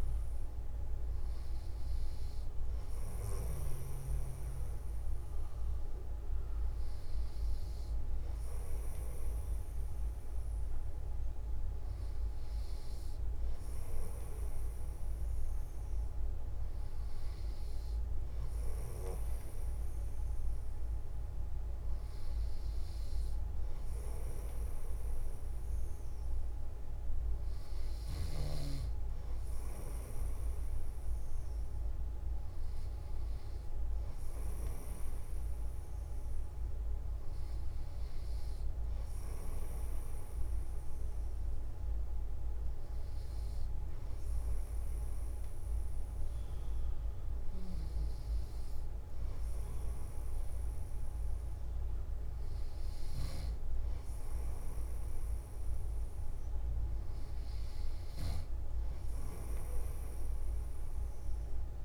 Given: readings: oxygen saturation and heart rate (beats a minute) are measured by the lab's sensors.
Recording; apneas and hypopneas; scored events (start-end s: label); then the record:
breathing in sleep, hard to hear, by a room microphone; none
none scored
From the record:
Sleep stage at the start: N2 (light sleep); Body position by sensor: on the back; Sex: male